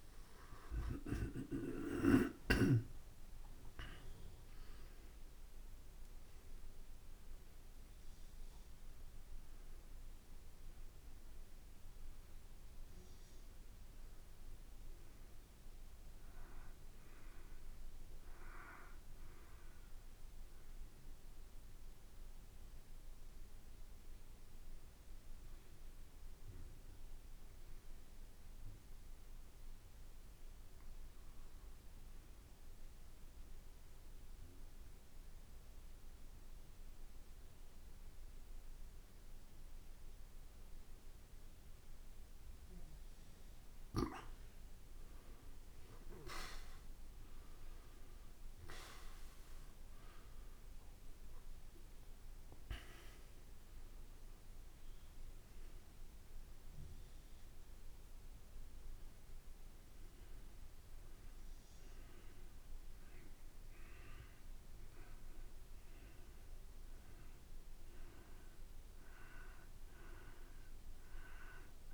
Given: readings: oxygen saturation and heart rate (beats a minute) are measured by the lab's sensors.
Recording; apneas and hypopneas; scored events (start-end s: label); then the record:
breathing in sleep by a room microphone; 1
0.00-11.50 s: drop in pulse transit time (device-marked, heart rate 59 extreme)
0.00-25.50 s: oxygen desaturation (device-marked, oxygen 88% lowest, heart rate 53 extreme)
22.50-43.50 s: obstructive apnea (oxygen 92% before, 85% lowest, heart rate 58 before, 53 extreme, up 4 after)
41.50-71.93 s: oxygen desaturation (device-marked, oxygen 97% before, 85% lowest, heart rate 54 before, 52 extreme)
48.00-51.50 s: arousal
From the record:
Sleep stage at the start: N2 (light sleep); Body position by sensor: on the back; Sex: male